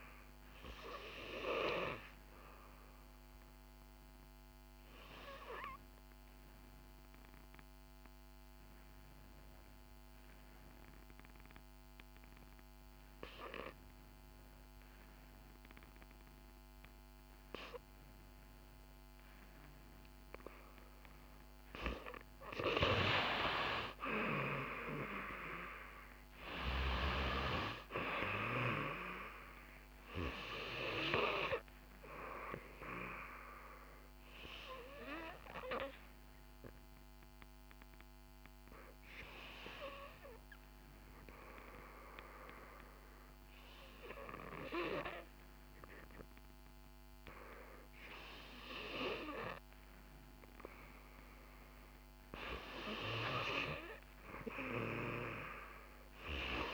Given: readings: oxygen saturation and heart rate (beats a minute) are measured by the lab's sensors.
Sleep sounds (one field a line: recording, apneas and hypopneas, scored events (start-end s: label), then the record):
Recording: breathing in sleep by a microphone on the trachea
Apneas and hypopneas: 2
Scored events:
0.00-19.00 s: oxygen desaturation (device-marked, oxygen 88% lowest, heart rate 55 extreme)
3.00-20.50 s: obstructive apnea (oxygen 96% before, 88% lowest, heart rate 65 before, 55 extreme, up 8 after)
24.00-27.50 s: arousal
32.00-48.50 s: obstructive apnea (oxygen 95% before, 88% lowest, heart rate 62 before, 58 extreme, up 5 after)
32.00-51.00 s: oxygen desaturation (device-marked, oxygen 95% before, 88% lowest, heart rate 62 before, 58 extreme)
50.50-54.00 s: arousal
From the record:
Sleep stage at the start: N2 (light sleep)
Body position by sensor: on the back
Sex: female